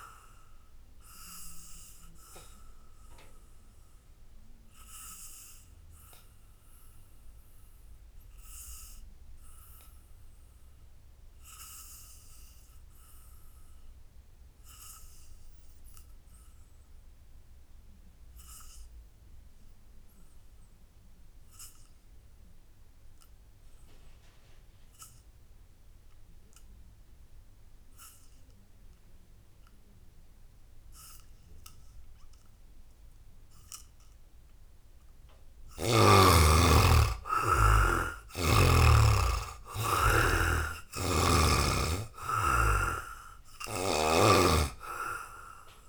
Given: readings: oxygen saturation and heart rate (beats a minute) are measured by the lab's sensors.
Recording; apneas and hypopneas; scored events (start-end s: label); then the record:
breathing in sleep by a room microphone; 1
0.00-13.50 s: oxygen desaturation (device-marked, oxygen 67% lowest, heart rate 54 extreme)
0.50-33.50 s: obstructive apnea (oxygen 95% before, 67% lowest, heart rate 68 before, 64 extreme)
20.50-45.88 s: oxygen desaturation (device-marked, oxygen 99% before, 69% lowest, heart rate 81 before, 58 extreme)
36.00-40.50 s: arousal
40.00-43.50 s: snoring (device-marked)
From the record:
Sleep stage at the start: N2 (light sleep); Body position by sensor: on the back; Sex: male